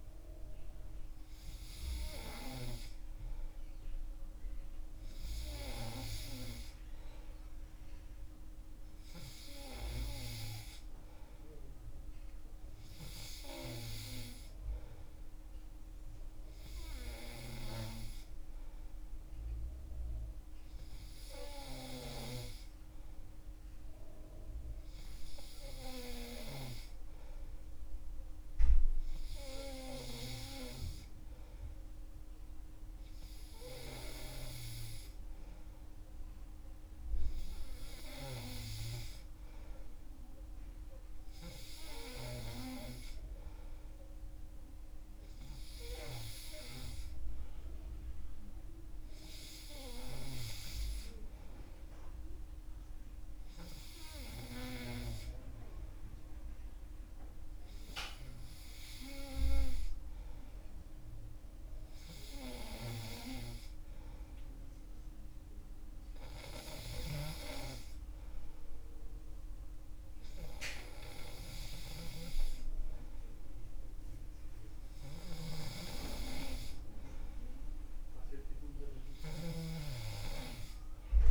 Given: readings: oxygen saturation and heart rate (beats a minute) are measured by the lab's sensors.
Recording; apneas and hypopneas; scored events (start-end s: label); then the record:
breathing in sleep by a room microphone; none
none scored
From the record:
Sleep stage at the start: N3 (deep sleep); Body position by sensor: on the back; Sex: male